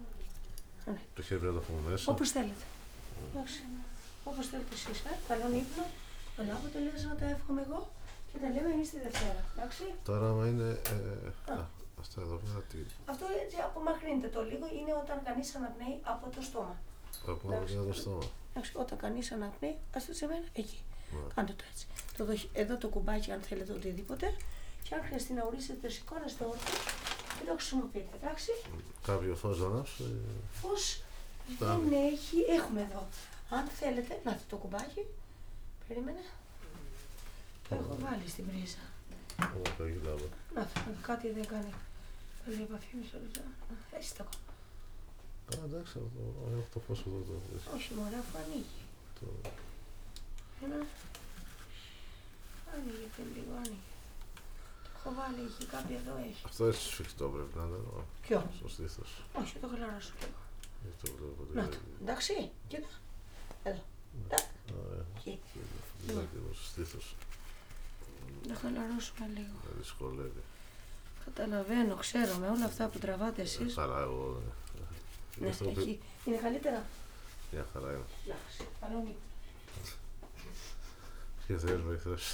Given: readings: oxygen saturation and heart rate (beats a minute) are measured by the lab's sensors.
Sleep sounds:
a person awake in a sleep study, by a room microphone; none
40.00-46.00 s: snoring (device-marked)
56.00-58.00 s: long interval between heartbeats (device-marked, heart rate 70 before, 87 extreme)
57.50-74.50 s: snoring (device-marked)
61.00-74.00 s: drop in pulse transit time (device-marked, heart rate 75 before, 68 extreme)
66.00-72.00 s: tachycardia (device-marked, heart rate 65 before, 109 extreme)
73.00-75.00 s: long interval between heartbeats (device-marked, heart rate 85 before, 109 extreme)
73.00-76.00 s: tachycardia (device-marked, heart rate 68 before, 124 extreme)
76.00-78.00 s: long interval between heartbeats (device-marked, heart rate 90 before, 108 extreme)
From the record:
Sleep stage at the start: awake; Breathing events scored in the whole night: 279 in 3.7 hours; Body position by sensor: on the back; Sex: male

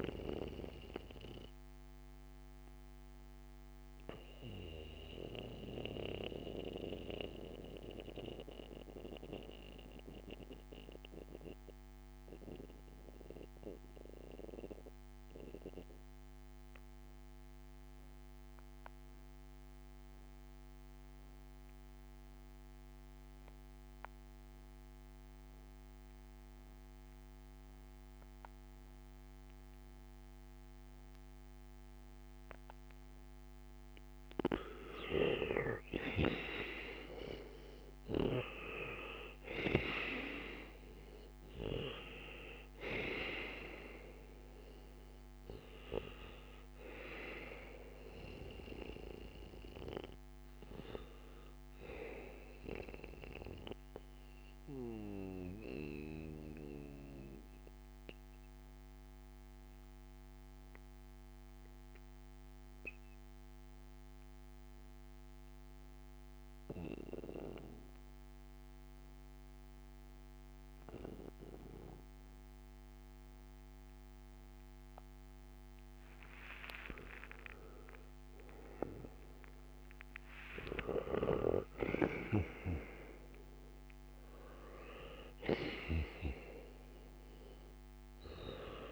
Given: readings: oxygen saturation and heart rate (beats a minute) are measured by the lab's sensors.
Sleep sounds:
breathing in sleep by a microphone on the trachea; 2
0.00-16.50 s: oxygen desaturation (device-marked, oxygen 87% lowest, heart rate 56 extreme)
2.00-34.00 s: mixed apnea (oxygen 97% before, 85% lowest, heart rate 62 before, 56 extreme, up 9 after)
32.50-68.50 s: oxygen desaturation (device-marked, oxygen 98% before, 85% lowest, heart rate 62 before, 56 extreme)
35.00-39.50 s: arousal
53.50-75.00 s: mixed apnea (oxygen 98% before, 85% lowest, heart rate 63 before, 56 extreme, up 4 after)
75.50-79.00 s: arousal
85.50-88.92 s: oxygen desaturation (device-marked, oxygen 98% before, 90% lowest, heart rate 58 before, 55 extreme)
From the record:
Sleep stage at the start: N2 (light sleep); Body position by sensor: on the back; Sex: male

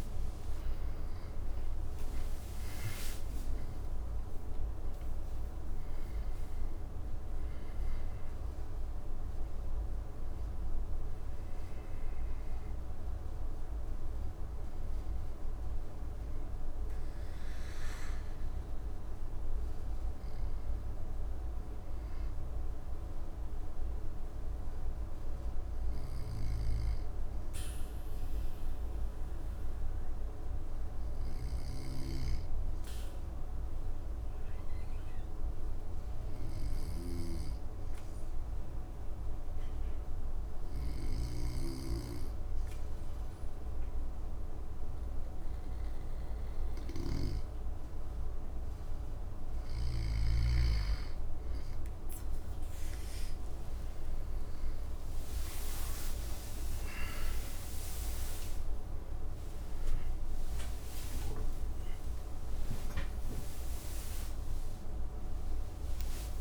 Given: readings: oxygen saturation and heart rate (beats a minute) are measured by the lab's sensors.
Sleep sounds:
breathing in sleep, hard to hear, by a room microphone; 1
0.00-4.50 s: arousal
0.00-15.50 s: oxygen desaturation (device-marked, oxygen 92% lowest, heart rate 56 extreme)
25.00-46.50 s: obstructive apnea (oxygen 96% before, 93% lowest, heart rate 66 before, 56 extreme, up 4 after)
51.50-66.41 s: oxygen desaturation (device-marked, oxygen 99% before, 93% lowest, heart rate 57 before, 55 extreme)
58.50-66.41 s: new sleep stage, awake
From the record:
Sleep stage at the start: N2 (light sleep); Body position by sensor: on the back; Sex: male

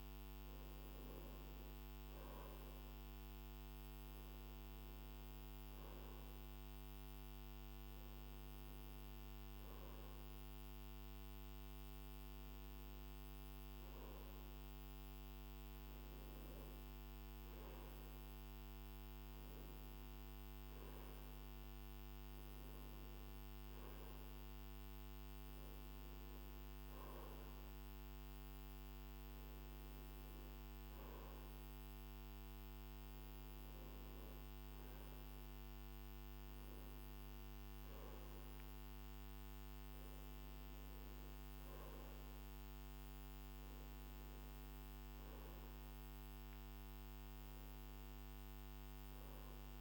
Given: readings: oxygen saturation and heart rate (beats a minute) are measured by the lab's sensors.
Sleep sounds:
breathing in sleep, hard to hear, by a microphone on the trachea; none
none scored
From the record:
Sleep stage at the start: N2 (light sleep); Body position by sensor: on the right side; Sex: male

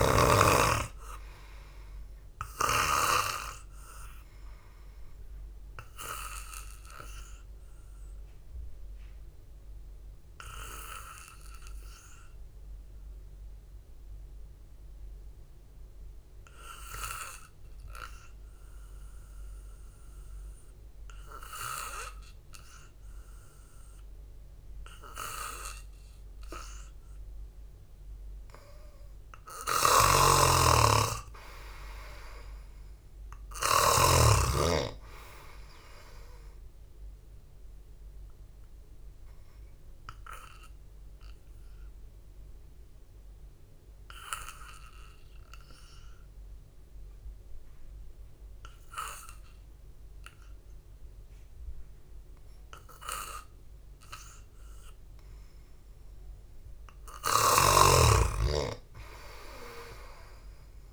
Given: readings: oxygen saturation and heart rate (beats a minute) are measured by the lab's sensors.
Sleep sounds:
breathing in sleep by a room microphone; 2
8.00-30.00 s: obstructive apnea (oxygen 97% before, 90% lowest, heart rate 55 before, 53 extreme, up 0 after)
29.00-47.00 s: oxygen desaturation (device-marked, oxygen 98% before, 93% lowest, heart rate 65 before, 51 extreme)
30.50-34.50 s: snoring (device-marked)
31.50-35.00 s: arousal
39.50-56.00 s: obstructive apnea (oxygen 98% before, 90% lowest, heart rate 60 before, 51 extreme, up 0 after)
49.00-60.00 s: oxygen desaturation (device-marked, oxygen 94% before, 90% lowest, heart rate 58 before, 51 extreme)
58.00-60.93 s: snoring (device-marked)
From the record:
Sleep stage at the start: N2 (light sleep); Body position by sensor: on the back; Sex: male

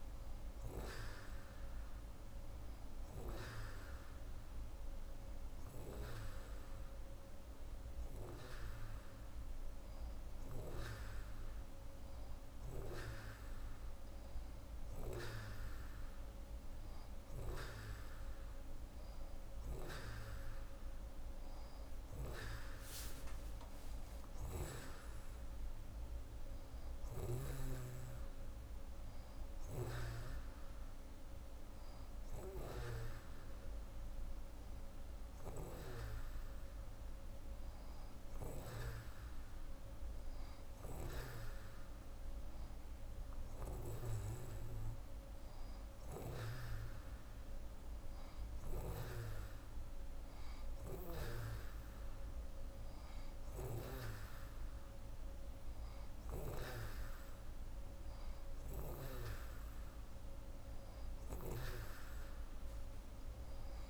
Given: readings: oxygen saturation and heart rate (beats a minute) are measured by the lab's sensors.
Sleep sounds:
breathing in sleep by a room microphone; none
none scored
From the record:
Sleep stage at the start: N2 (light sleep); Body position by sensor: on the right side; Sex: female

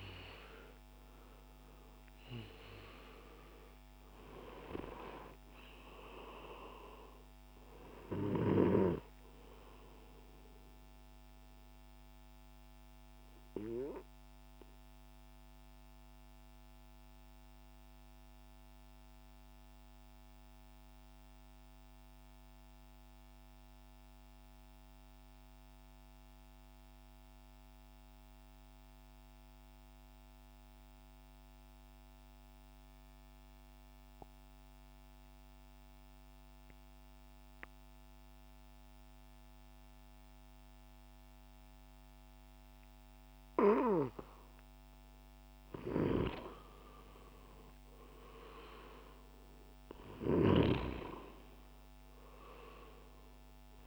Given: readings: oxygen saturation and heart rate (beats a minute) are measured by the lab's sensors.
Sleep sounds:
breathing in sleep by a microphone on the trachea; 1
0.00-20.00 s: oxygen desaturation (device-marked, oxygen 83% lowest, heart rate 62 extreme)
10.50-46.00 s: mixed apnea (oxygen 94% before, 83% lowest, heart rate 68 before, 58 extreme, up 5 after)
36.00-53.86 s: new sleep stage, N3 (deep sleep)
40.00-53.86 s: oxygen desaturation (device-marked, oxygen 98% before, 89% lowest, heart rate 67 before, 58 extreme)
47.50-52.00 s: arousal
From the record:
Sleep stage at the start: N2 (light sleep); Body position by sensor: on the back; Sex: male

